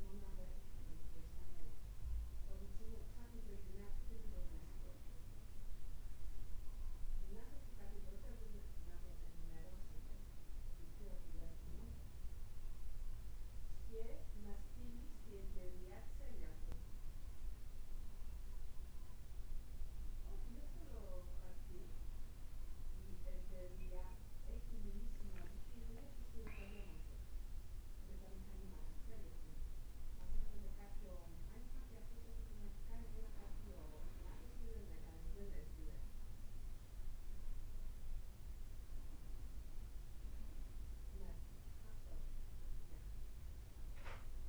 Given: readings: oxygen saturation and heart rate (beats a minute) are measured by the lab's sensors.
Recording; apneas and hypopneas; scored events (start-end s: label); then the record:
breathing in sleep by a room microphone; none
22.00-28.00 s: leg movement (device-marked)
36.50-44.49 s: leg movement (device-marked)
From the record:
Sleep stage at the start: N1 (lightest sleep); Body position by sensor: on the back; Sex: male